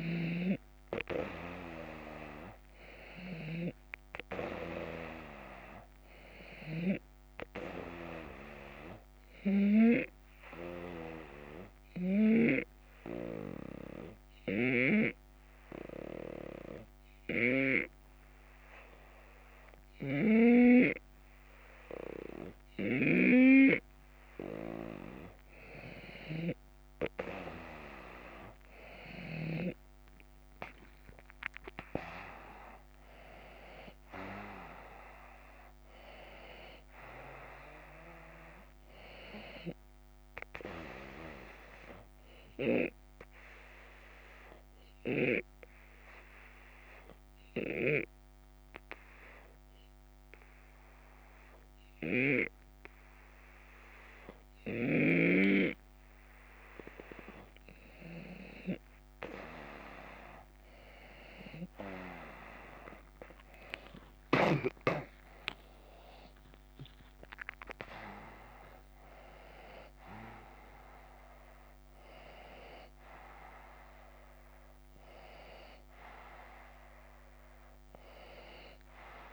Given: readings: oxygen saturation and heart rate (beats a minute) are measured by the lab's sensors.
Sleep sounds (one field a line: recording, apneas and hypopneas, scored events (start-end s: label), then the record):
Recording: breathing in sleep by a microphone on the trachea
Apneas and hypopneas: 2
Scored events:
0.00-3.50 s: snoring (device-marked)
8.50-24.00 s: obstructive apnea (oxygen 94% before, 90% lowest)
19.50-23.00 s: snoring (device-marked)
26.50-31.00 s: arousal
41.00-57.50 s: obstructive apnea (oxygen 94% before, 90% lowest)
48.00-50.00 s: long interval between heartbeats (device-marked)
58.50-60.50 s: long interval between heartbeats (device-marked)
59.50-69.50 s: drop in pulse transit time (device-marked)
63.00-65.00 s: long interval between heartbeats (device-marked)
63.50-68.00 s: arousal
64.50-77.50 s: oxygen desaturation (device-marked, oxygen 94% before, 90% lowest)
69.00-71.00 s: long interval between heartbeats (device-marked)
72.00-74.00 s: long interval between heartbeats (device-marked, heart rate 35 before, 74 extreme)
From the record:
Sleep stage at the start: N2 (light sleep)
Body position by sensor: on the back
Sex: male